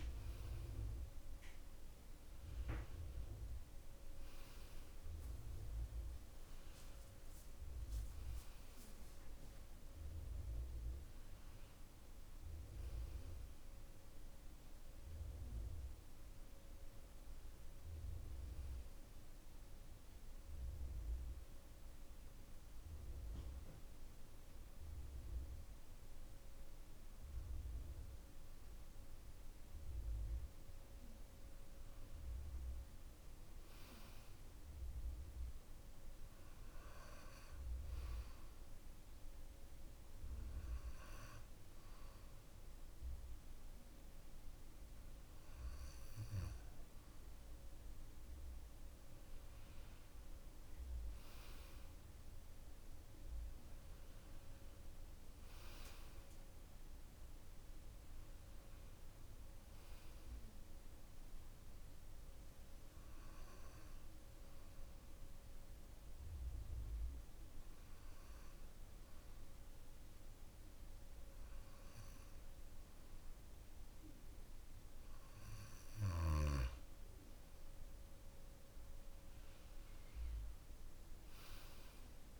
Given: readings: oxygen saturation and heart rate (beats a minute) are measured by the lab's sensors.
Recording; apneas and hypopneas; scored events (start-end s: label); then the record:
breathing in sleep, hard to hear, by a room microphone; 2
0.00-2.00 s: arousal
17.50-30.50 s: obstructive apnea (oxygen 96% before, 93% lowest, heart rate 63 before, 55 extreme, up 35 after)
33.00-36.00 s: arousal
62.50-75.50 s: hypopnea (oxygen 96% before, 93% lowest, heart rate 72 before, 57 extreme, up 7 after)
77.00-80.50 s: arousal
From the record:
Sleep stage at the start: N2 (light sleep); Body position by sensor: on the back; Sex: male